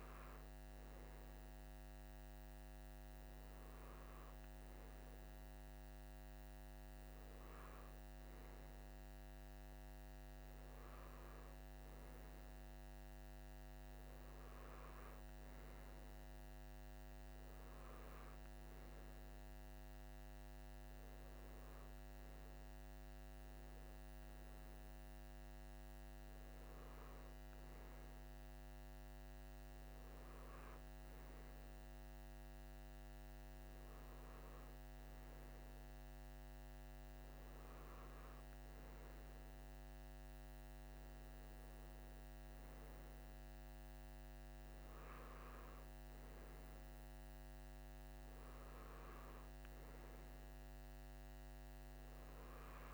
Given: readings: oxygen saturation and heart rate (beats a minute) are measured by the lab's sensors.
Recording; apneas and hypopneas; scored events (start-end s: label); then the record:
breathing in sleep, hard to hear, by a microphone on the trachea; none
none scored
From the record:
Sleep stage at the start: N2 (light sleep); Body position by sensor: on the right side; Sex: male